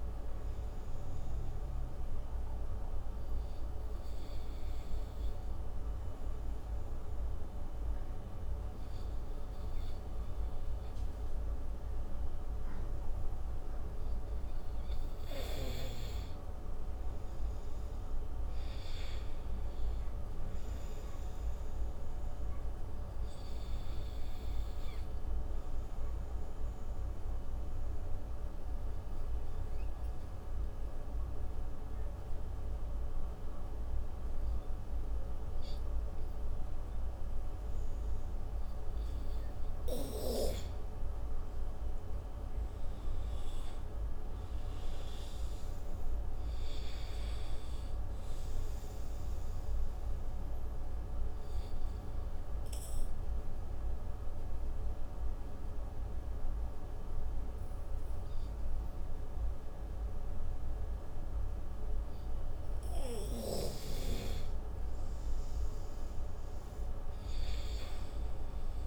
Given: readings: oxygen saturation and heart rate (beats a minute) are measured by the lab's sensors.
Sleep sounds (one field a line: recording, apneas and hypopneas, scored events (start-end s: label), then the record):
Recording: breathing in sleep, hard to hear, by a room microphone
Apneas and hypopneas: 3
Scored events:
2.50-16.00 s: obstructive apnea (oxygen 98% before, 87% lowest)
17.50-20.00 s: arousal
21.00-36.00 s: oxygen desaturation (device-marked, oxygen 96% before, 91% lowest)
22.50-39.00 s: obstructive apnea (oxygen 98% before, 87% lowest)
42.00-45.00 s: arousal
42.00-64.00 s: oxygen desaturation (device-marked, oxygen 96% before, 87% lowest)
51.00-62.50 s: obstructive apnea (oxygen 96% before, 87% lowest)
65.00-68.87 s: arousal
From the record:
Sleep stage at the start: N2 (light sleep)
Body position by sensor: on the right side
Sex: male